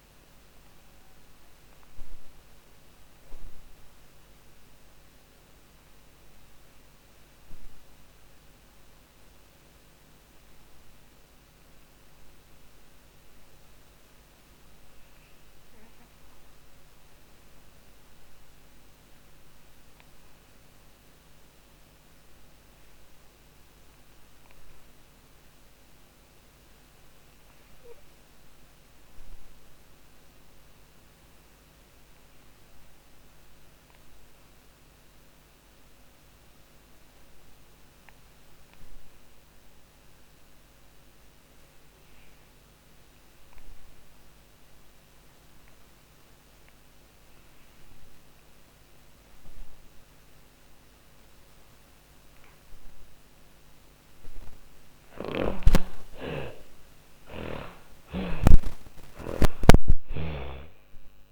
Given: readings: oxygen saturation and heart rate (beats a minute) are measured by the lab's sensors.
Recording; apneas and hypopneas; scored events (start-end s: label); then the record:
breathing in sleep by a microphone on the trachea; 1
0.00-24.00 s: oxygen desaturation (device-marked, oxygen 72% lowest, heart rate 32 extreme)
1.00-52.50 s: obstructive apnea (oxygen 95% before, 57% lowest, heart rate 56 before, 32 extreme, up 54 after)
35.00-61.32 s: oxygen desaturation (device-marked, oxygen 93% before, 57% lowest, heart rate 47 before, 32 extreme)
54.00-58.50 s: arousal
From the record:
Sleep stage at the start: REM sleep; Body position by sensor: on the back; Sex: female